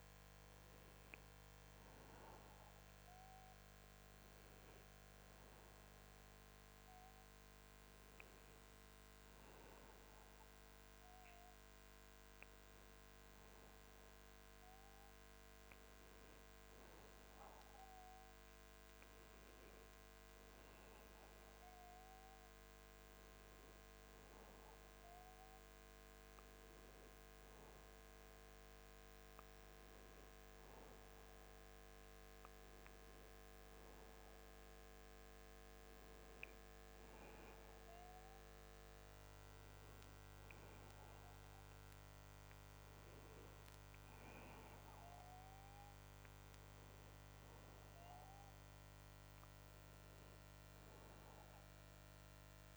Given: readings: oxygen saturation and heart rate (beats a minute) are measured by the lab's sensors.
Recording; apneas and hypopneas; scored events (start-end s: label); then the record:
a person awake in a sleep study, hard to hear, by a microphone on the trachea; none
none scored
From the record:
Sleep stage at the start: awake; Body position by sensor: on the back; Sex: male